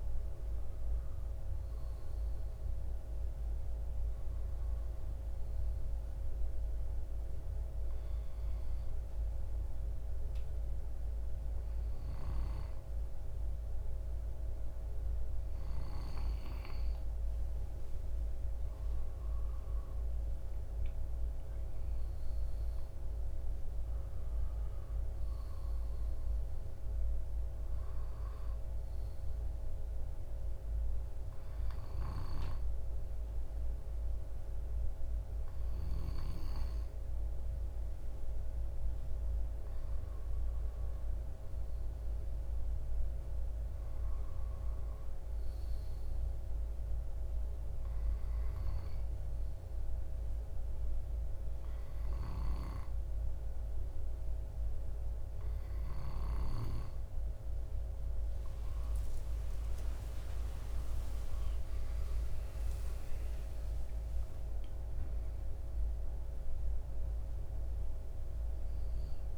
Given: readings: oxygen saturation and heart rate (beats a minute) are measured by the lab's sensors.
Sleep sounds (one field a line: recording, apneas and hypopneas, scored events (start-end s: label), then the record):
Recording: breathing in sleep, hard to hear, by a room microphone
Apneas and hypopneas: 1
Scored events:
0.00-2.50 s: oxygen desaturation (device-marked, oxygen 91% lowest, heart rate 54 extreme)
8.50-19.00 s: hypopnea (oxygen 96% before, 93% lowest, heart rate 58 before, 55 extreme, up 10 after)
21.00-24.50 s: arousal
59.50-64.50 s: arousal
From the record:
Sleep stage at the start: N2 (light sleep)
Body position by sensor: on the left side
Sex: male